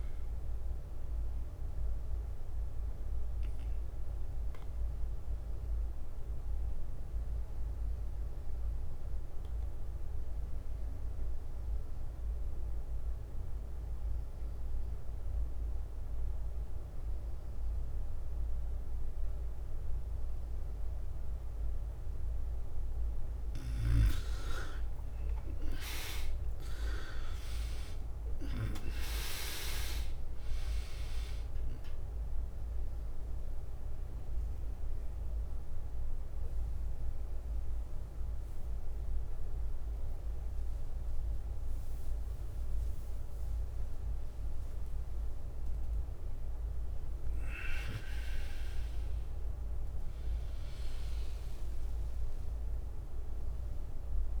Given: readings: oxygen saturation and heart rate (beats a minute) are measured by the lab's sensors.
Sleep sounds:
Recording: breathing in sleep by a room microphone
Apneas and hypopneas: 2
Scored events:
0.00-12.00 s: drop in pulse transit time (device-marked, heart rate 53 extreme)
0.00-22.00 s: oxygen desaturation (device-marked, oxygen 90% lowest, heart rate 45 extreme)
0.00-26.00 s: bradycardia (device-marked, heart rate 45 extreme)
0.50-22.00 s: obstructive apnea (oxygen 98% before, 86% lowest, heart rate 55 before, 45 extreme, up 13 after)
23.50-27.50 s: arousal
28.00-54.00 s: oxygen desaturation (device-marked, oxygen 97% before, 90% lowest, heart rate 51 before, 53 extreme)
28.00-54.40 s: drop in pulse transit time (device-marked, heart rate 51 before, 58 extreme)
32.00-38.00 s: leg movement (device-marked)
33.00-46.50 s: mixed apnea (oxygen 97% before, 86% lowest, heart rate 54 before, 53 extreme, up 9 after)
36.00-41.00 s: bradycardia (device-marked, heart rate 58 before, 58 extreme)
39.00-48.00 s: leg movement (device-marked)
48.50-51.50 s: leg movement (device-marked)
49.50-54.40 s: arousal
From the record:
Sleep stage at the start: N2 (light sleep)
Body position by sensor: on the back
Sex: male

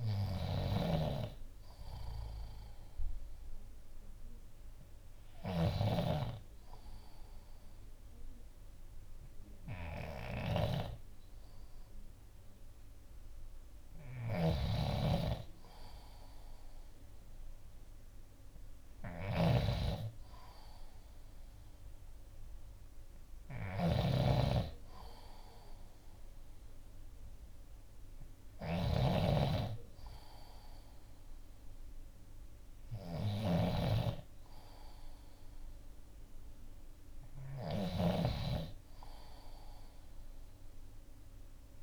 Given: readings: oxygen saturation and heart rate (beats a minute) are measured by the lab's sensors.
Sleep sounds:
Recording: breathing in sleep by a room microphone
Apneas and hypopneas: none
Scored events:
0.00-41.83 s: snoring (device-marked)
From the record:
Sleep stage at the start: N2 (light sleep)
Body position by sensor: on the left side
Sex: male

